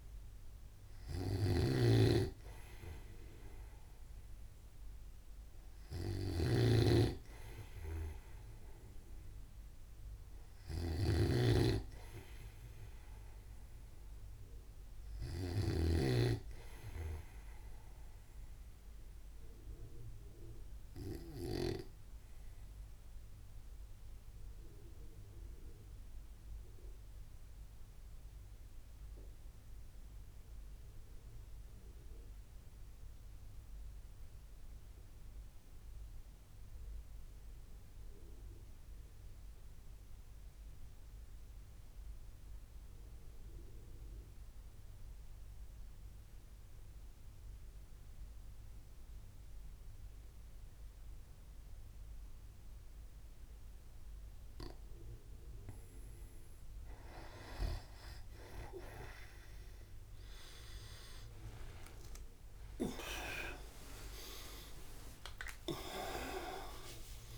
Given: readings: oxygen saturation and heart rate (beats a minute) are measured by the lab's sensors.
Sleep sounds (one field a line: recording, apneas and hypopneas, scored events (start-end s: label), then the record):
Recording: breathing in sleep by a room microphone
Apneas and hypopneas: 1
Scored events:
0.00-22.50 s: snoring (device-marked)
22.50-55.00 s: obstructive apnea (oxygen 94% before, 85% lowest, heart rate 63 before, 59 extreme, up 8 after)
46.50-67.38 s: oxygen desaturation (device-marked, oxygen 95% before, 85% lowest, heart rate 60 before, 61 extreme)
60.50-66.00 s: arousal
65.50-67.38 s: long interval between heartbeats (device-marked, heart rate 66 before, 125 extreme)
From the record:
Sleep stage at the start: N2 (light sleep)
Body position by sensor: on the right side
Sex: male